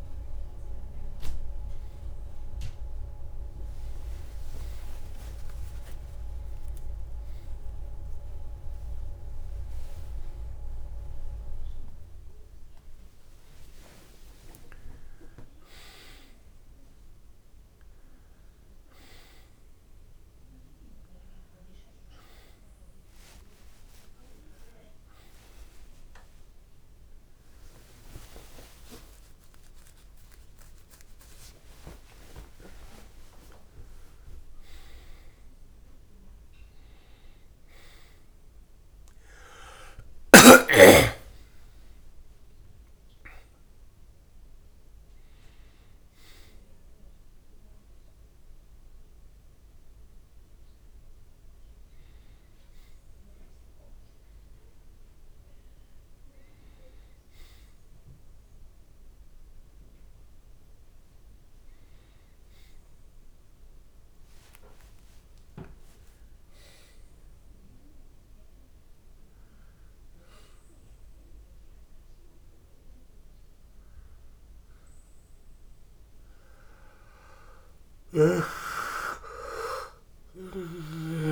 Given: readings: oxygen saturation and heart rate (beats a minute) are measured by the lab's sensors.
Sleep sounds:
a person awake in a sleep study, by a room microphone; none
1.50-81.32 s: new sleep stage, awake
From the record:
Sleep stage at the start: N1 (lightest sleep); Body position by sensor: on the back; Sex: male

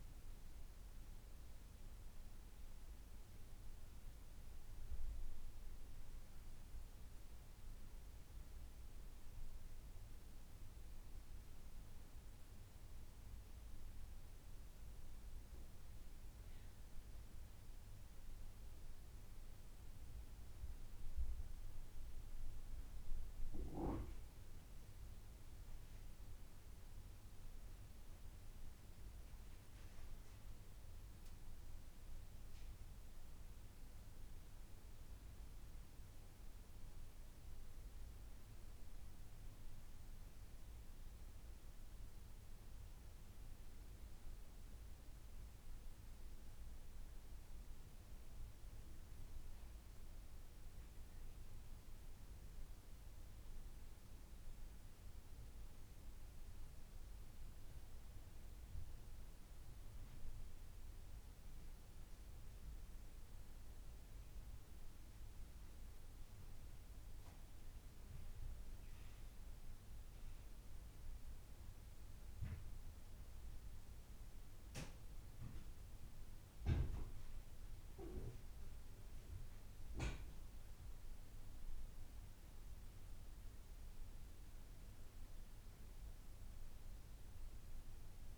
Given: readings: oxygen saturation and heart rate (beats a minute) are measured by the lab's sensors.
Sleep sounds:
breathing in sleep, hard to hear, by a room microphone; none
none scored
From the record:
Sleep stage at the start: N2 (light sleep); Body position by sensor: on the back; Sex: female

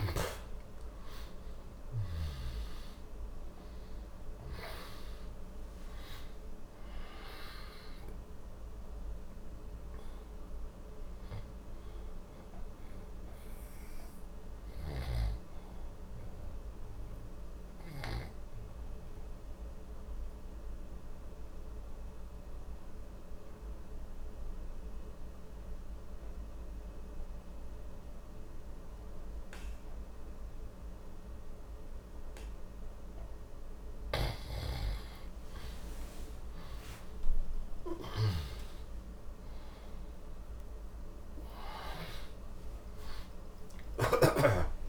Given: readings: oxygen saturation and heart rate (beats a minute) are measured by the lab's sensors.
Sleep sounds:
breathing in sleep by a room microphone; 1
0.00-3.00 s: arousal
0.00-28.00 s: oxygen desaturation (device-marked, oxygen 85% lowest, heart rate 61 extreme)
14.50-18.00 s: snoring (device-marked)
15.00-34.50 s: obstructive apnea (oxygen 97% before, 85% lowest, heart rate 72 before, 61 extreme)
35.50-41.00 s: arousal
37.00-44.89 s: oxygen desaturation (device-marked, oxygen 98% before, 90% lowest, heart rate 63 before, 59 extreme)
From the record:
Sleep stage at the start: N2 (light sleep); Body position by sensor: on the back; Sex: male

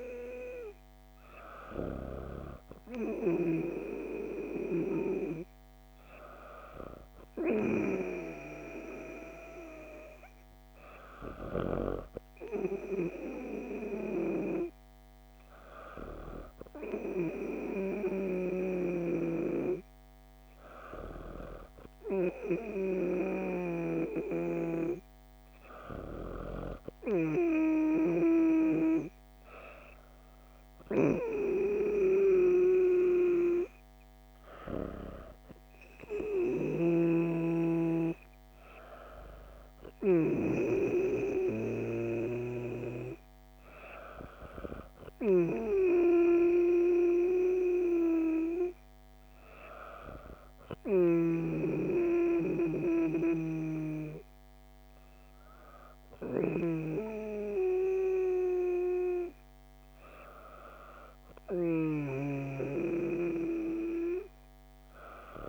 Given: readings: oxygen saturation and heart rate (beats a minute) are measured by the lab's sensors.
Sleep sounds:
breathing in sleep by a microphone on the trachea; none
36.00-41.50 s: snoring (device-marked)
From the record:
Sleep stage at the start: N2 (light sleep); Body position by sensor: on the back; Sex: female

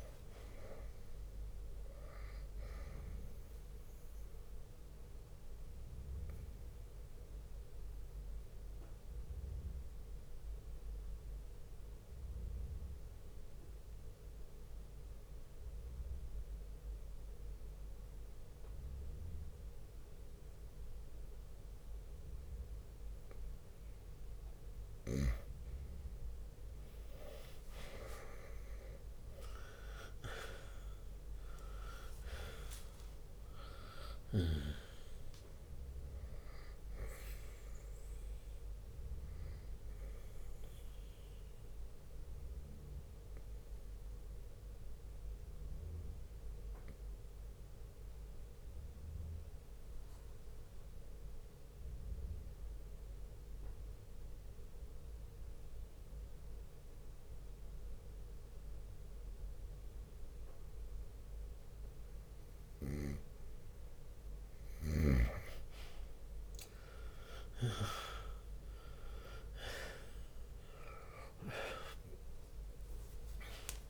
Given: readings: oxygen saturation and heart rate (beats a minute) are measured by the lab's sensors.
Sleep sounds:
breathing in sleep by a room microphone; 2
0.00-12.00 s: drop in pulse transit time (device-marked, heart rate 61 extreme)
1.00-13.00 s: oxygen desaturation (device-marked, oxygen 96% before, 92% lowest, heart rate 62 before, 58 extreme)
3.00-23.00 s: obstructive apnea (oxygen 96% before, 91% lowest, heart rate 63 before, 58 extreme, up 9 after)
9.00-20.00 s: bradycardia (device-marked, heart rate 68 before, 58 extreme)
27.00-31.00 s: arousal
30.00-40.00 s: drop in pulse transit time (device-marked, heart rate 60 before, 67 extreme)
38.00-54.00 s: oxygen desaturation (device-marked, oxygen 97% before, 91% lowest, heart rate 64 before, 60 extreme)
40.50-62.50 s: obstructive apnea (oxygen 97% before, 91% lowest, heart rate 66 before, 60 extreme, up 11 after)
54.00-61.00 s: drop in pulse transit time (device-marked, heart rate 65 before, 60 extreme)
63.50-68.50 s: arousal
68.00-73.90 s: oxygen desaturation (device-marked, oxygen 98% before, 91% lowest, heart rate 61 before, 60 extreme)
70.00-72.00 s: long interval between heartbeats (device-marked, heart rate 62 before, 70 extreme)
71.00-73.90 s: drop in pulse transit time (device-marked, heart rate 62 before, 70 extreme)
72.50-73.90 s: long interval between heartbeats (device-marked, heart rate 63 before, 72 extreme)
From the record:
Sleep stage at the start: N2 (light sleep); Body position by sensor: on the right side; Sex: male

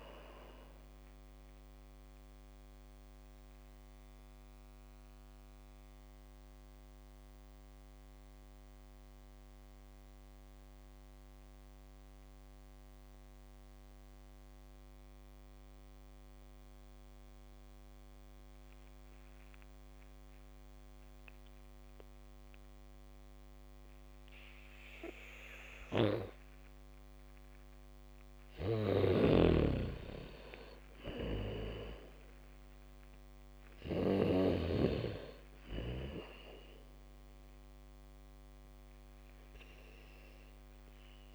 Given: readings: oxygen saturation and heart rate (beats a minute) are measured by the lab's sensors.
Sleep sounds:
breathing in sleep by a microphone on the trachea; 1
0.00-14.50 s: oxygen desaturation (device-marked, oxygen 75% lowest, heart rate 49 extreme)
4.50-28.00 s: mixed apnea (oxygen 100% before, 75% lowest, heart rate 64 before, 56 extreme, up 10 after)
24.50-30.50 s: bradycardia (device-marked, heart rate 67 before, 56 extreme)
25.50-41.35 s: oxygen desaturation (device-marked, oxygen 100% before, 81% lowest, heart rate 73 before, 56 extreme)
29.50-35.00 s: snoring (device-marked)
31.00-34.50 s: arousal
From the record:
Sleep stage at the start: N2 (light sleep); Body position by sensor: on the back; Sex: female

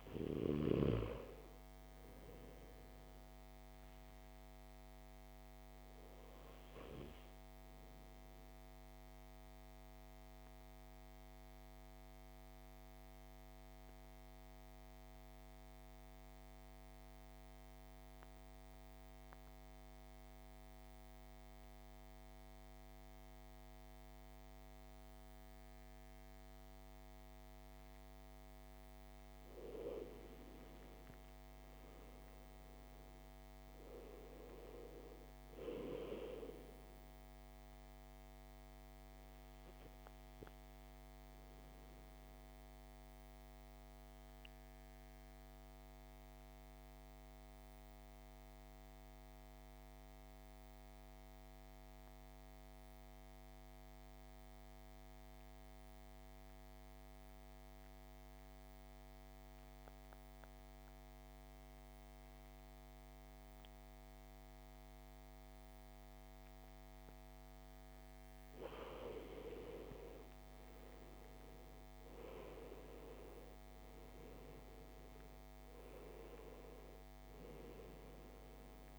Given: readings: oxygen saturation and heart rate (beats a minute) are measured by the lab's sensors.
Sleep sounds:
breathing in sleep by a microphone on the trachea; 2
0.00-21.50 s: oxygen desaturation (device-marked, oxygen 83% lowest, heart rate 53 extreme)
9.00-29.00 s: central apnea (oxygen 100% before, 83% lowest, heart rate 60 before, 53 extreme, up 8 after)
30.50-34.00 s: arousal
31.50-55.50 s: oxygen desaturation (device-marked, oxygen 99% before, 89% lowest, heart rate 56 before, 54 extreme)
38.00-66.50 s: mixed apnea (oxygen 99% before, 81% lowest, heart rate 58 before, 54 extreme, up 10 after)
67.50-78.99 s: oxygen desaturation (device-marked, oxygen 98% before, 81% lowest, heart rate 56 before, 54 extreme)
70.00-73.00 s: arousal
From the record:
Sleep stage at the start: N2 (light sleep); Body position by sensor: on the back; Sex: male

